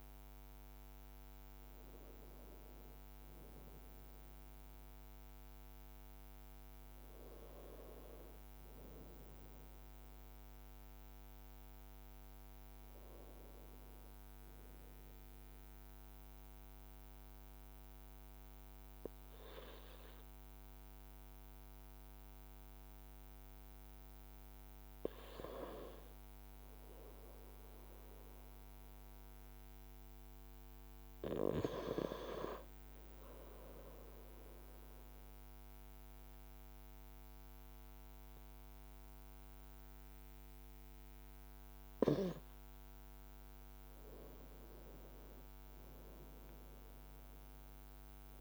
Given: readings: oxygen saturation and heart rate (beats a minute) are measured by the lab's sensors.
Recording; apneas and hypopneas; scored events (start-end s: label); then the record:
breathing in sleep by a microphone on the trachea; 1
7.00-11.00 s: arousal
16.50-41.00 s: hypopnea (oxygen 98% before, 95% lowest, heart rate 57 before, 54 extreme, up 2 after)
43.00-47.00 s: arousal
46.50-48.41 s: leg movement (device-marked)
From the record:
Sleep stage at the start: N2 (light sleep); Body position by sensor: on the right side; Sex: male